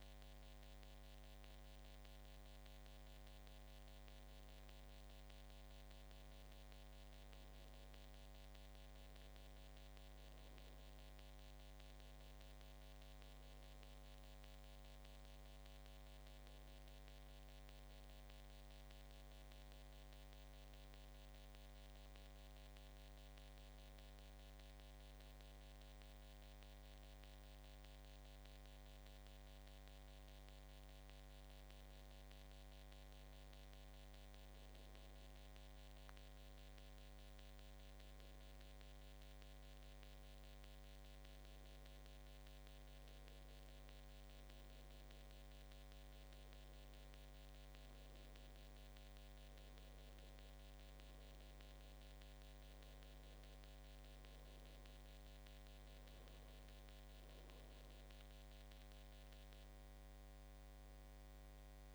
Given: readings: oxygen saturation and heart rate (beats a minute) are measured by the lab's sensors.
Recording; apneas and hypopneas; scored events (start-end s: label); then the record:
breathing in sleep, hard to hear, by a microphone on the trachea; none
none scored
From the record:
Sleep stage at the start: N2 (light sleep); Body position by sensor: on the back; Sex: male